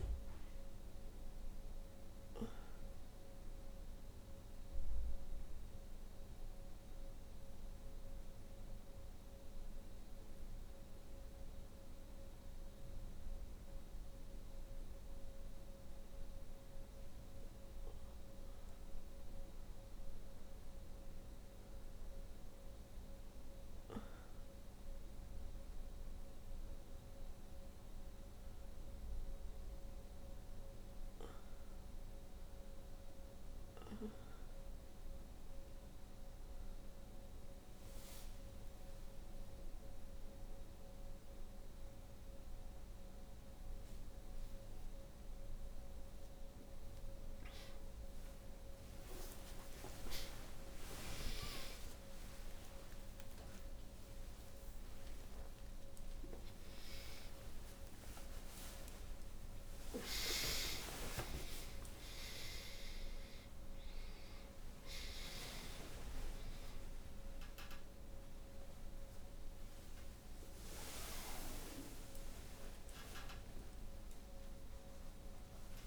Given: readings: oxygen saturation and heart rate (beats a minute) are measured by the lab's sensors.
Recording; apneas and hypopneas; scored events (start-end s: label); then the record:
a person partly awake in a sleep study, by a room microphone; 2
0.00-11.50 s: oxygen desaturation (device-marked, oxygen 80% lowest, heart rate 58 extreme)
1.50-17.00 s: obstructive apnea (oxygen 92% before, 80% lowest, heart rate 79 before, 58 extreme, up 5 after)
18.00-23.00 s: arousal
24.50-46.50 s: oxygen desaturation (device-marked, oxygen 97% before, 93% lowest, heart rate 59 before, 62 extreme)
35.00-47.00 s: obstructive apnea (oxygen 97% before, 92% lowest, heart rate 61 before, 68 extreme)
47.50-75.87 s: new sleep stage, awake
From the record:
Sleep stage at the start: N1 (lightest sleep); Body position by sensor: on the back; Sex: female